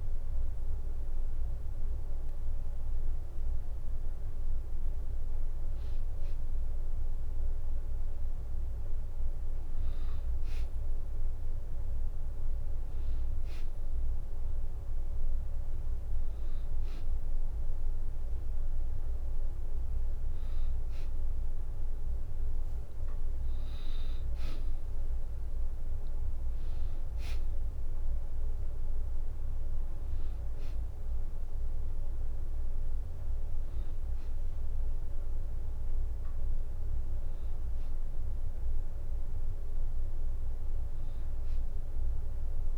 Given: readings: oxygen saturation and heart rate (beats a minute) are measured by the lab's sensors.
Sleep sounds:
breathing in sleep, hard to hear, by a room microphone; none
0.00-4.50 s: oxygen desaturation (device-marked, oxygen 92% lowest, heart rate 67 extreme)
From the record:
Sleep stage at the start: N2 (light sleep); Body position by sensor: on the back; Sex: female

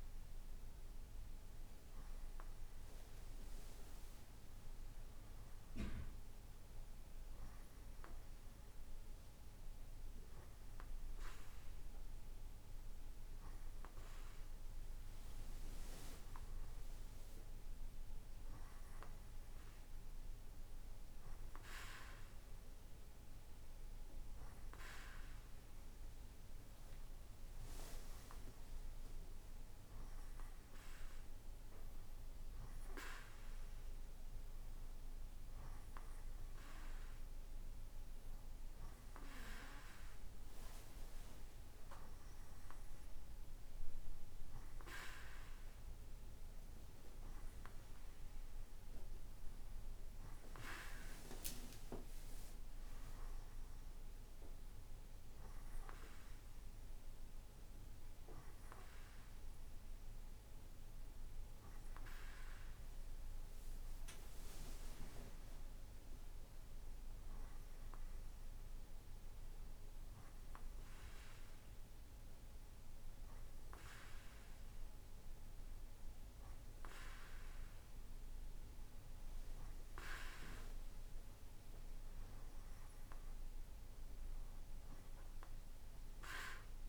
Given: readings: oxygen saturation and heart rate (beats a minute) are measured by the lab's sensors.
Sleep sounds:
breathing in sleep by a room microphone; none
none scored
From the record:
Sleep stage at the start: N2 (light sleep); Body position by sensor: on the right side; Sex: male

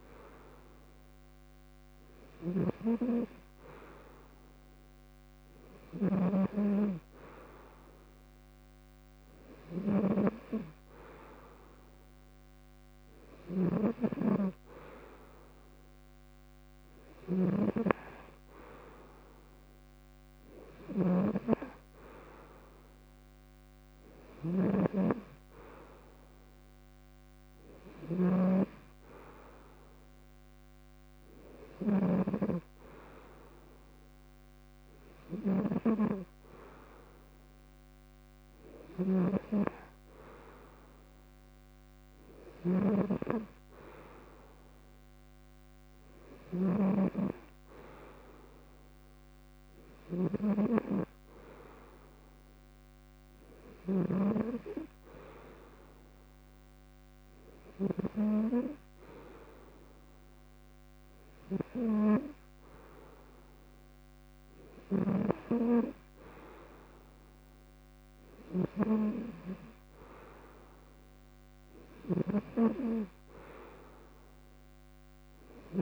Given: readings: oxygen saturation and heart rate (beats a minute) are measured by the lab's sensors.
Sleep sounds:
breathing in sleep by a microphone on the trachea; none
2.00-54.00 s: snoring (device-marked)
68.00-75.82 s: snoring (device-marked)
From the record:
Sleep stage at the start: N2 (light sleep); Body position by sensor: on the front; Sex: male

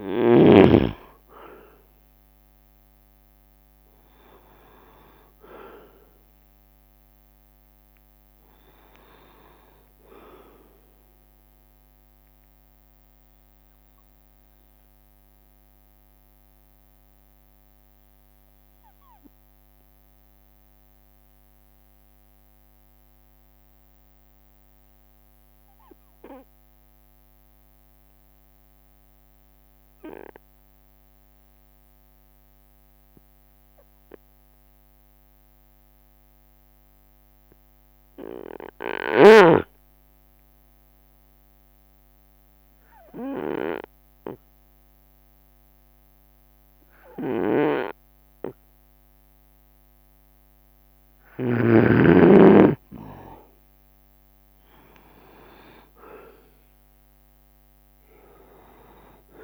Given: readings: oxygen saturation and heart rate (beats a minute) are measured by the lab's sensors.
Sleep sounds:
breathing in sleep by a microphone on the trachea; 1
0.00-1.00 s: arousal
0.00-1.50 s: leg movement (device-marked)
0.00-3.00 s: bradycardia (device-marked)
3.00-9.00 s: leg movement (device-marked)
10.00-59.44 s: bradycardia (device-marked)
15.00-17.00 s: long interval between heartbeats (device-marked)
15.00-49.50 s: obstructive apnea (oxygen 98% before, 92% lowest)
39.50-41.50 s: long interval between heartbeats (device-marked)
40.50-42.00 s: leg movement (device-marked)
42.50-44.00 s: leg movement (device-marked)
44.50-48.00 s: leg movement (device-marked)
47.50-52.00 s: snoring (device-marked)
48.50-58.50 s: leg movement (device-marked)
52.00-54.00 s: long interval between heartbeats (device-marked)
52.50-57.50 s: arousal
From the record:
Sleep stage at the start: N2 (light sleep); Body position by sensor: on the right side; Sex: male

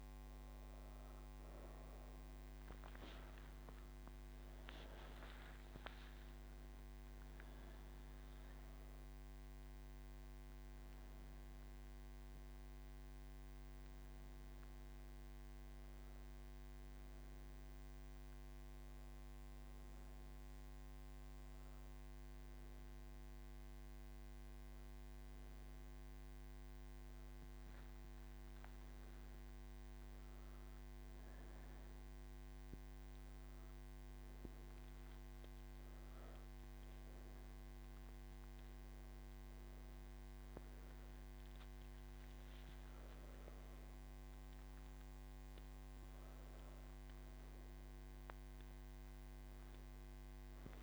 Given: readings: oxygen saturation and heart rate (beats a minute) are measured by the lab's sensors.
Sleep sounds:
breathing in sleep, hard to hear, by a microphone on the trachea; none
34.50-50.83 s: oxygen desaturation (device-marked, oxygen 98% before, 94% lowest)
From the record:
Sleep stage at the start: N3 (deep sleep); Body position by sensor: on the right side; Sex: female

